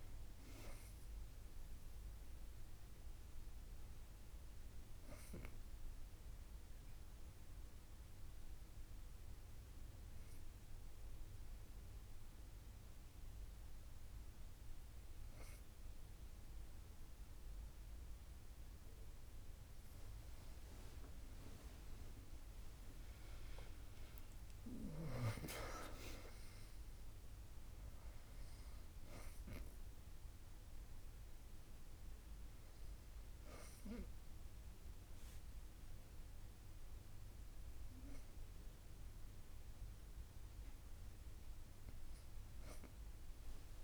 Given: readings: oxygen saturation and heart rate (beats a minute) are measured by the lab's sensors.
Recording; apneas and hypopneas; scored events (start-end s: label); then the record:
breathing in sleep by a room microphone; 1
0.00-1.00 s: arousal
6.00-19.00 s: obstructive apnea (oxygen 99% before, 97% lowest, heart rate 64 before, 58 extreme, up 22 after)
21.50-25.50 s: arousal
From the record:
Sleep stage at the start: N2 (light sleep); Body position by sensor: on the back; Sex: female